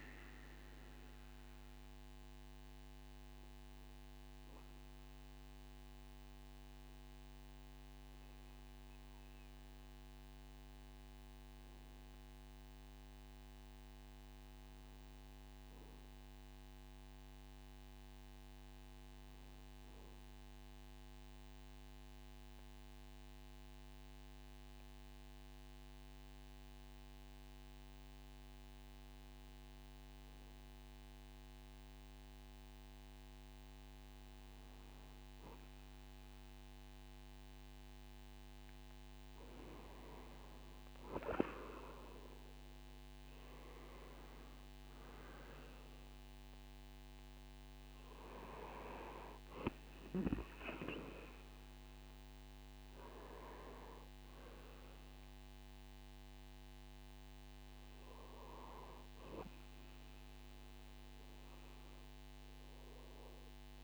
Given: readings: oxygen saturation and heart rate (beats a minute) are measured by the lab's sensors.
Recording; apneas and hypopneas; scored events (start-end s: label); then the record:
breathing in sleep by a microphone on the trachea; 1
4.00-5.00 s: oxygen desaturation (device-marked, oxygen 97% before, 96% lowest, heart rate 71 before, 66 extreme)
22.00-34.50 s: hypopnea (oxygen 97% before, 93% lowest, heart rate 71 before, 68 extreme, up 4 after)
40.50-45.00 s: arousal
From the record:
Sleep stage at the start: N2 (light sleep); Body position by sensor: on the right side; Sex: male